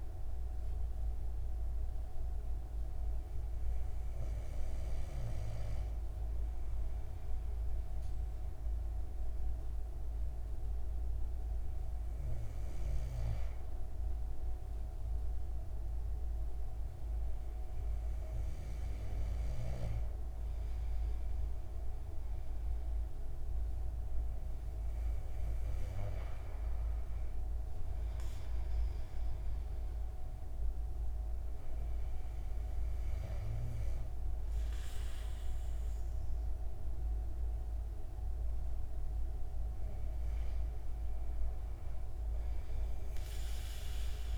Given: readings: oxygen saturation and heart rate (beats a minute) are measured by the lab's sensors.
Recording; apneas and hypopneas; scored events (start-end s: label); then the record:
breathing in sleep, hard to hear, by a room microphone; none
none scored
From the record:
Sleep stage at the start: N2 (light sleep); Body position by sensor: on the back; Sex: male